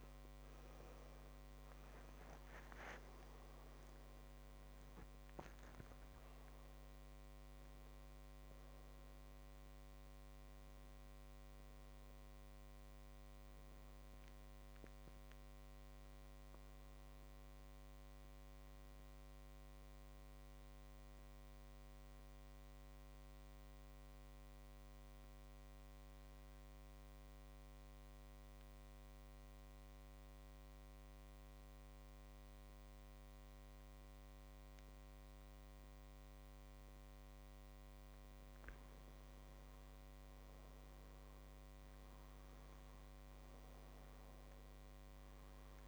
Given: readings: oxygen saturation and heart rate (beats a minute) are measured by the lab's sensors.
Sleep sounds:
breathing in sleep, hard to hear, by a microphone on the trachea; 1
0.00-2.50 s: arousal
14.00-20.00 s: oxygen desaturation (device-marked, oxygen 97% before, 92% lowest, heart rate 65 before, 55 extreme)
21.00-38.50 s: mixed apnea (oxygen 99% before, 92% lowest, heart rate 65 before, 55 extreme, up 6 after)
39.50-43.00 s: arousal
40.00-45.88 s: oxygen desaturation (device-marked, oxygen 99% before, 92% lowest, heart rate 58 before, 58 extreme)
From the record:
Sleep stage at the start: N2 (light sleep); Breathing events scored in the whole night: 358 in 4.1 hours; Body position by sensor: on the back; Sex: male

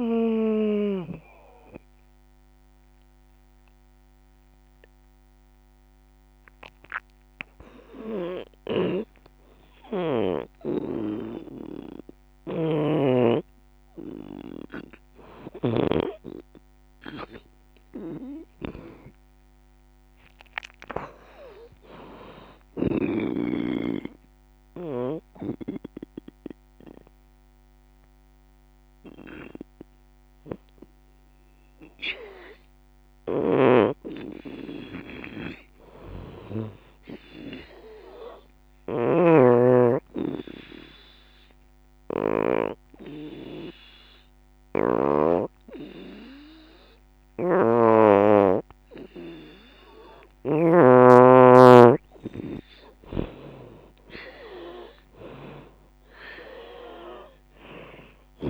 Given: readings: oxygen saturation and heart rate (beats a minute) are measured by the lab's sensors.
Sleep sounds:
breathing in sleep by a microphone on the trachea; 3
0.00-8.50 s: drop in pulse transit time (device-marked, heart rate 78 extreme)
0.00-17.50 s: oxygen desaturation (device-marked, oxygen 77% lowest, heart rate 73 extreme)
3.00-15.00 s: hypopnea (oxygen 90% before, 77% lowest, heart rate 82 before, 73 extreme, up 15 after)
17.00-21.00 s: arousal
23.50-34.00 s: obstructive apnea (oxygen 96% before, 81% lowest, heart rate 81 before, 66 extreme, up 7 after)
23.50-37.50 s: oxygen desaturation (device-marked, oxygen 96% before, 88% lowest, heart rate 81 before, 66 extreme)
36.00-39.50 s: arousal
40.50-51.50 s: obstructive apnea (oxygen 96% before, 81% lowest, heart rate 80 before, 62 extreme, up 25 after)
47.50-50.50 s: oxygen desaturation (device-marked, oxygen 92% before, 87% lowest, heart rate 76 before, 62 extreme)
53.00-57.00 s: arousal
54.50-58.50 s: drop in pulse transit time (device-marked, heart rate 75 before, 74 extreme)
55.50-58.50 s: oxygen desaturation (device-marked, oxygen 90% before, 81% lowest, heart rate 75 before, 62 extreme)
From the record:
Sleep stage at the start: N2 (light sleep); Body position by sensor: on the back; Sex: female

